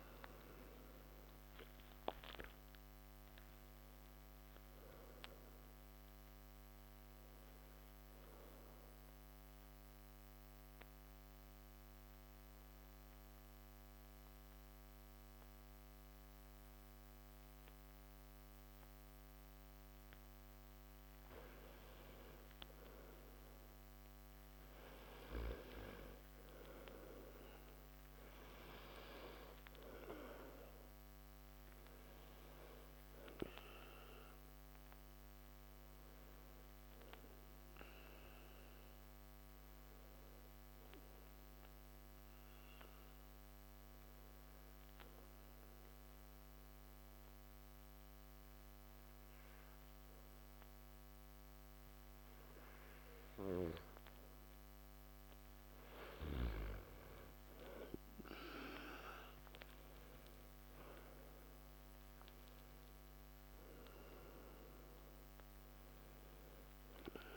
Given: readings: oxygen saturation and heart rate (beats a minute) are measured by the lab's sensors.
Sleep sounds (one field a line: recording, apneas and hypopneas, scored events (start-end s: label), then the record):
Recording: breathing in sleep by a microphone on the trachea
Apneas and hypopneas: 2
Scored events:
0.00-1.50 s: arousal
3.50-13.50 s: oxygen desaturation (device-marked, oxygen 96% before, 91% lowest)
7.50-20.00 s: obstructive apnea (oxygen 96% before, 88% lowest)
18.50-28.50 s: oxygen desaturation (device-marked, oxygen 92% before, 89% lowest)
27.50-32.00 s: arousal
36.50-53.50 s: obstructive apnea (oxygen 97% before, 88% lowest)
40.50-51.50 s: oxygen desaturation (device-marked, oxygen 97% before, 91% lowest)
58.50-63.50 s: arousal
61.50-67.36 s: oxygen desaturation (device-marked, oxygen 96% before, 88% lowest)
From the record:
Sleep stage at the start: N2 (light sleep)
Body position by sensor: on the back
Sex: male